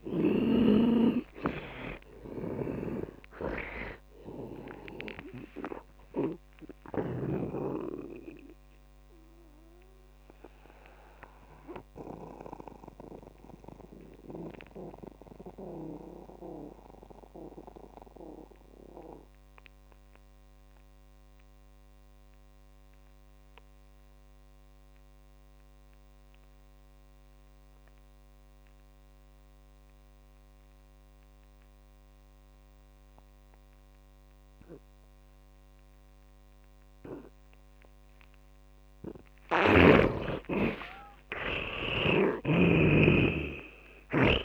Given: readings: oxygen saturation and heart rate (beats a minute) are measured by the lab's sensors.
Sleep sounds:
breathing in sleep by a microphone on the trachea; 1
0.00-1.50 s: arousal
0.00-23.00 s: oxygen desaturation (device-marked, oxygen 81% lowest)
11.00-38.50 s: mixed apnea (oxygen 100% before, 80% lowest)
40.00-44.44 s: arousal
41.00-44.44 s: oxygen desaturation (device-marked, oxygen 100% before, 80% lowest)
42.50-44.44 s: snoring (device-marked)
From the record:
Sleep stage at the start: N2 (light sleep); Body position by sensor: on the back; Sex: male

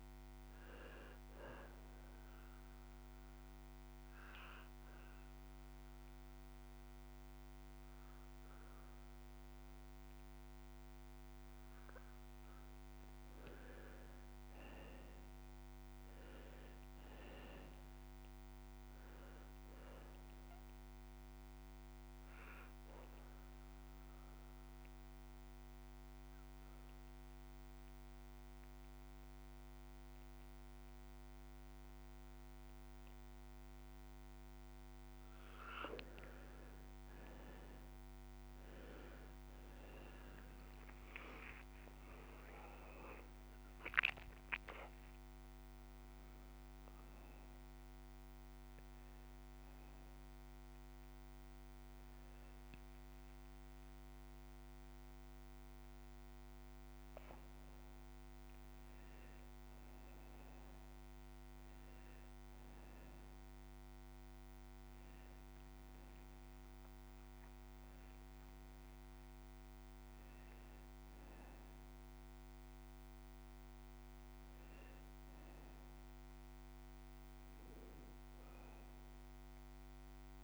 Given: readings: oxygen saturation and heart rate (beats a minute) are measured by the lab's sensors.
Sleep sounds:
breathing in sleep, hard to hear, by a microphone on the trachea; 2
0.00-11.50 s: oxygen desaturation (device-marked, oxygen 90% lowest, heart rate 56 extreme)
3.00-13.00 s: obstructive apnea (oxygen 96% before, 89% lowest, heart rate 68 before, 56 extreme, up 9 after)
14.50-18.00 s: arousal
18.50-32.50 s: oxygen desaturation (device-marked, oxygen 95% before, 89% lowest, heart rate 70 before, 56 extreme)
25.00-36.00 s: obstructive apnea (oxygen 95% before, 89% lowest)
34.50-80.44 s: new sleep stage, N1 (lightest sleep)
38.50-43.50 s: arousal
41.50-59.50 s: oxygen desaturation (device-marked, oxygen 97% before, 90% lowest)
73.00-77.00 s: arousal
From the record:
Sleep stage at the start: N2 (light sleep); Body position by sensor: on the back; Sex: male

